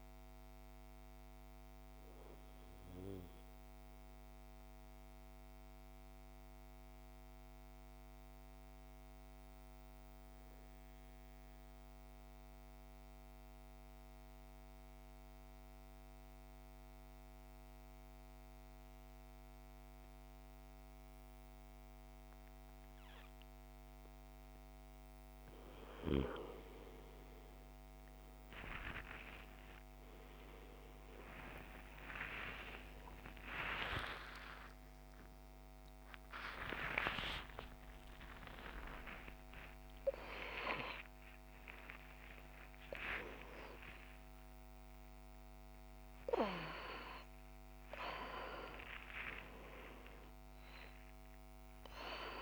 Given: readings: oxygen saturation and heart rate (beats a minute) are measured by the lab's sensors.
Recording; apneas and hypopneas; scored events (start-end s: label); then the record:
a person partly awake in a sleep study, by a microphone on the trachea; 1
0.00-13.00 s: oxygen desaturation (device-marked, oxygen 86% lowest, heart rate 51 extreme)
3.50-24.50 s: mixed apnea (oxygen 99% before, 85% lowest, heart rate 59 before, 51 extreme, up 16 after)
28.00-52.42 s: oxygen desaturation (device-marked, oxygen 99% before, 85% lowest, heart rate 52 before, 53 extreme)
38.00-52.42 s: new sleep stage, awake
From the record:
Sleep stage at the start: N2 (light sleep); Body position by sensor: on the back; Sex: male